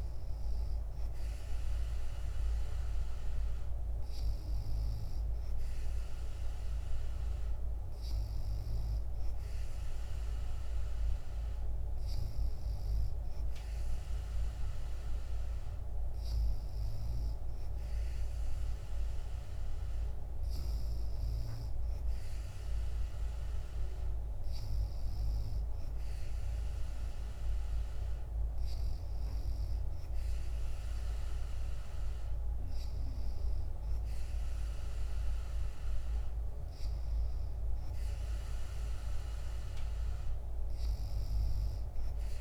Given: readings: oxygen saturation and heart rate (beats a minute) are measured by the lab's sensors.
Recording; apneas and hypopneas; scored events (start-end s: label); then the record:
breathing in sleep, hard to hear, by a room microphone; none
none scored
From the record:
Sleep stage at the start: N3 (deep sleep); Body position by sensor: on the back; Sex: female